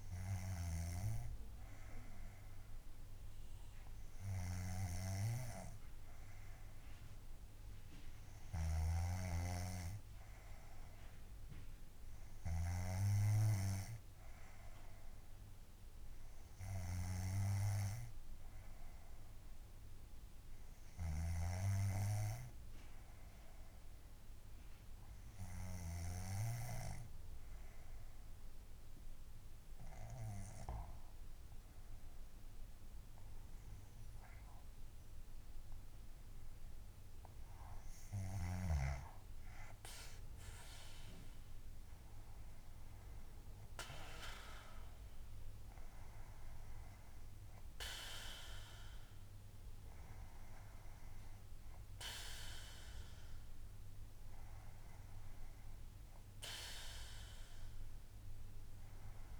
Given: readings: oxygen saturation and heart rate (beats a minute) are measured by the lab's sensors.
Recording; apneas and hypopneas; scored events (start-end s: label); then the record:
breathing in sleep by a room microphone; 1
0.00-1.00 s: snoring (device-marked)
8.50-13.00 s: snoring (device-marked)
27.00-40.00 s: obstructive apnea (oxygen 97% before, 94% lowest, heart rate 66 before, 62 extreme, up 7 after)
41.50-44.50 s: arousal
From the record:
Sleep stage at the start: N2 (light sleep); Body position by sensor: on the back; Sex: female